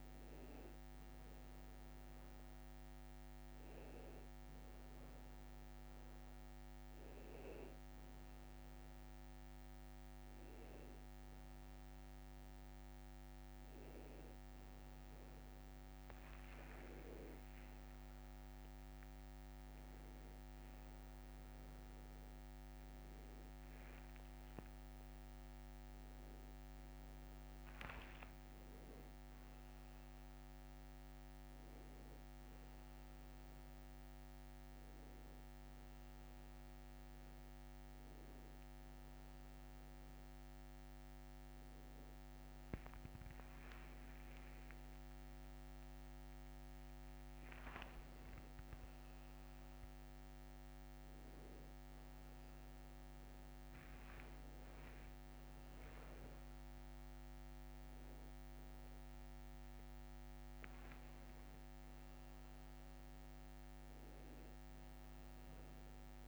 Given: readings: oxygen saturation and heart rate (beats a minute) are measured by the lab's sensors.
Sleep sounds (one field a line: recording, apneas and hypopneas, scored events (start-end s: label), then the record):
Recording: a person awake in a sleep study, hard to hear, by a microphone on the trachea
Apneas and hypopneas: none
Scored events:
16.50-18.50 s: long interval between heartbeats (device-marked, heart rate 65 before, 74 extreme)
23.50-26.50 s: tachycardia (device-marked, heart rate 75 before, 93 extreme)
24.00-26.00 s: long interval between heartbeats (device-marked, heart rate 68 before, 82 extreme)
26.00-28.00 s: long interval between heartbeats (device-marked, heart rate 70 before, 93 extreme)
From the record:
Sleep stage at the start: awake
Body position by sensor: on the back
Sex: male